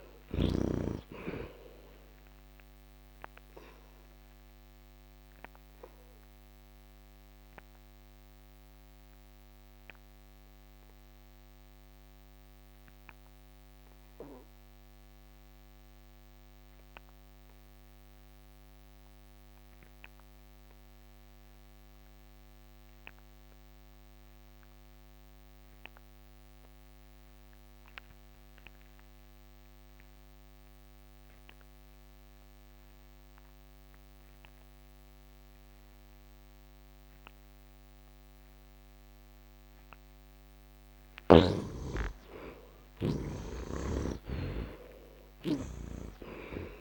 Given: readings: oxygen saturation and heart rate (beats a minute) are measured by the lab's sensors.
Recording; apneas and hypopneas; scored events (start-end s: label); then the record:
breathing in sleep by a microphone on the trachea; 1
0.00-26.50 s: oxygen desaturation (device-marked, oxygen 50% lowest, heart rate 69 extreme)
3.00-38.50 s: obstructive apnea (oxygen 81% before, 50% lowest, heart rate 77 before, 65 extreme, up 21 after)
36.50-46.81 s: oxygen desaturation (device-marked, oxygen 82% before, 57% lowest, heart rate 71 before, 65 extreme)
41.00-44.50 s: arousal
From the record:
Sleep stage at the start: N2 (light sleep); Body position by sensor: on the back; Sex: male